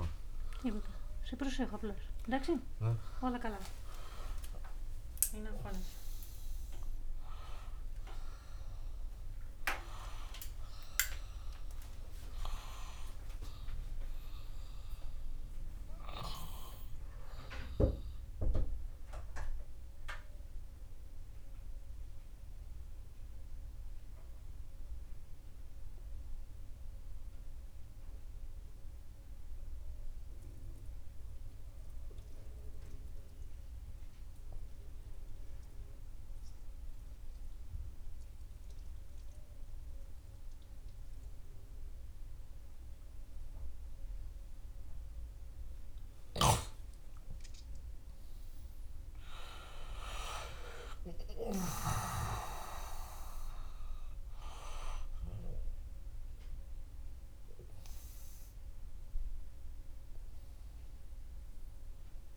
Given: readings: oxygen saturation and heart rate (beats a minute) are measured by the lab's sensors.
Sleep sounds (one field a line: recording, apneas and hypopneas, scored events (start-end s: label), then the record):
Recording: breathing in sleep by a room microphone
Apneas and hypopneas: 1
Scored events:
0.00-4.50 s: oxygen desaturation (device-marked, oxygen 91% lowest, heart rate 74 extreme)
7.00-11.50 s: arousal
20.00-46.00 s: obstructive apnea (oxygen 98% before, 96% lowest, heart rate 81 before, 63 extreme, up 8 after)
48.00-52.00 s: arousal
From the record:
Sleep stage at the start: N2 (light sleep)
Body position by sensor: on the back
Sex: male